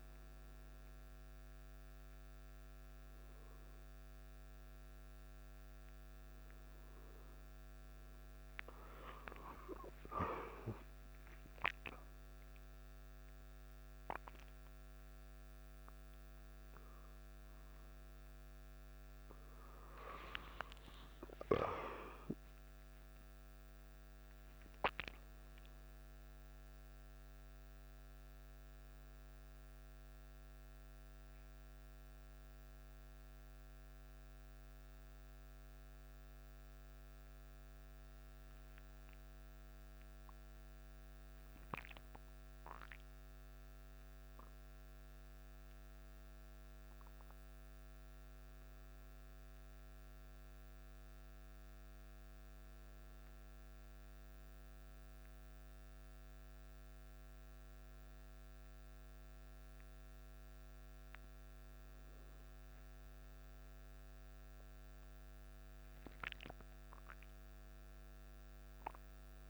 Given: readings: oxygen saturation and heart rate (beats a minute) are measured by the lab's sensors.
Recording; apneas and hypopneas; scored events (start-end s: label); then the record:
a person awake in a sleep study, by a microphone on the trachea; none
59.50-69.50 s: new sleep stage, N1 (lightest sleep)
From the record:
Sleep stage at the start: awake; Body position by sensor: on the back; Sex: male